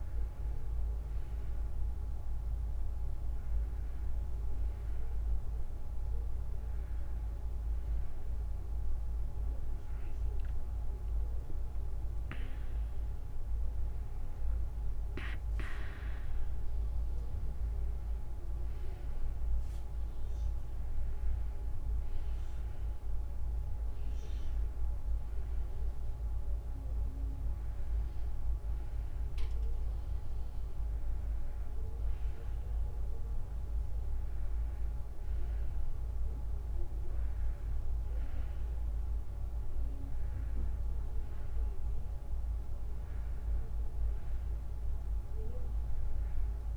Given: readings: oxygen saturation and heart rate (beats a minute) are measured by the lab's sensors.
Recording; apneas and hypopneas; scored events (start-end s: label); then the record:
breathing in sleep, hard to hear, by a room microphone; none
10.00-14.00 s: arousal
11.50-24.50 s: drop in pulse transit time (device-marked, heart rate 75 before, 77 extreme)
From the record:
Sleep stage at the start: N2 (light sleep); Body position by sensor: on the right side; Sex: female